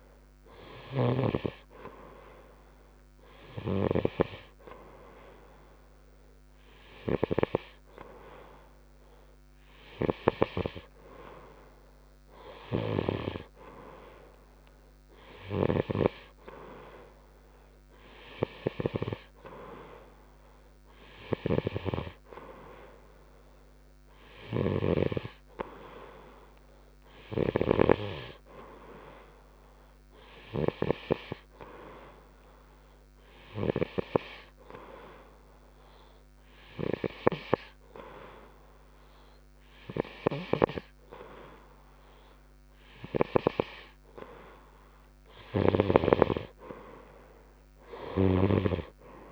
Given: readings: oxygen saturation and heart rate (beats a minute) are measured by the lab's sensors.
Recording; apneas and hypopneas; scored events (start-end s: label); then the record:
breathing in sleep by a microphone on the trachea; 1
33.50-44.50 s: hypopnea (oxygen 96% before, 92% lowest)
46.50-49.32 s: arousal
From the record:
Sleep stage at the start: N2 (light sleep); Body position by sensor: on the right side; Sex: male